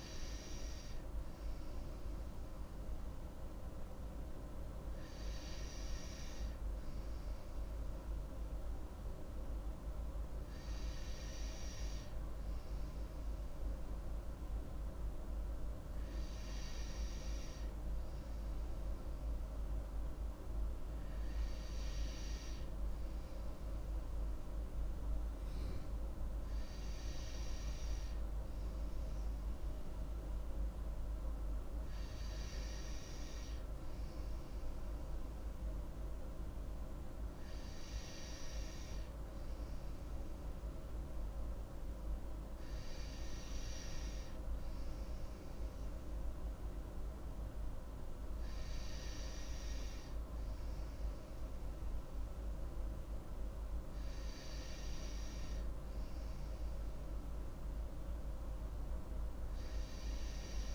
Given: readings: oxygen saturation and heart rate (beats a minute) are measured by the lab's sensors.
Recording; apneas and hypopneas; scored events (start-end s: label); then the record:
breathing in sleep, hard to hear, by a room microphone; none
none scored
From the record:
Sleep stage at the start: N2 (light sleep); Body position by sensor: on the right side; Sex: female